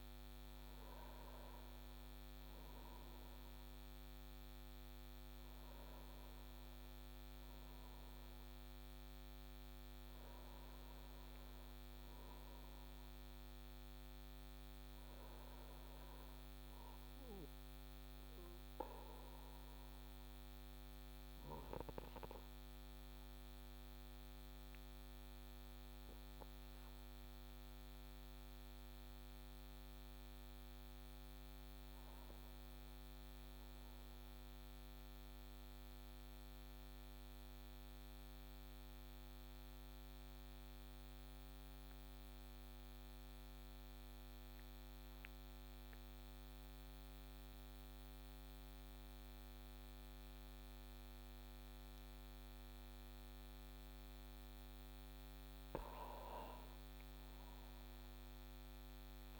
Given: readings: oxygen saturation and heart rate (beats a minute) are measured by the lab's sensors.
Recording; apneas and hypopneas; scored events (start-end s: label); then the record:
breathing in sleep, hard to hear, by a microphone on the trachea; 1
0.00-3.00 s: arousal
0.00-17.00 s: oxygen desaturation (device-marked, oxygen 93% lowest)
27.50-32.00 s: arousal
36.00-54.50 s: central apnea (oxygen 97% before, 93% lowest)
56.50-59.40 s: arousal
57.00-59.40 s: oxygen desaturation (device-marked, oxygen 96% before, 93% lowest)
From the record:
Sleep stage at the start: N2 (light sleep); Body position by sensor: on the back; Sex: male